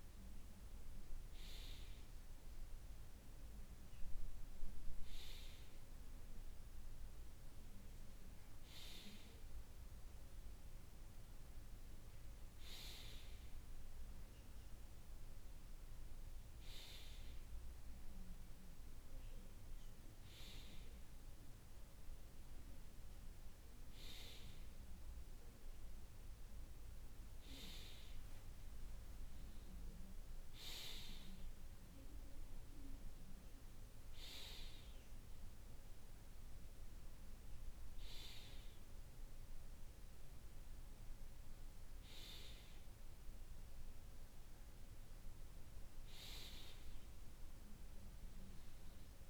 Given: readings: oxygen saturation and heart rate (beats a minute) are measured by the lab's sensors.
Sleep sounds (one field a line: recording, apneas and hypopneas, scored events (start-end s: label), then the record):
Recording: breathing in sleep by a room microphone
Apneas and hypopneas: none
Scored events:
none scored
From the record:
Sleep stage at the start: N2 (light sleep)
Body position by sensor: on the right side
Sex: male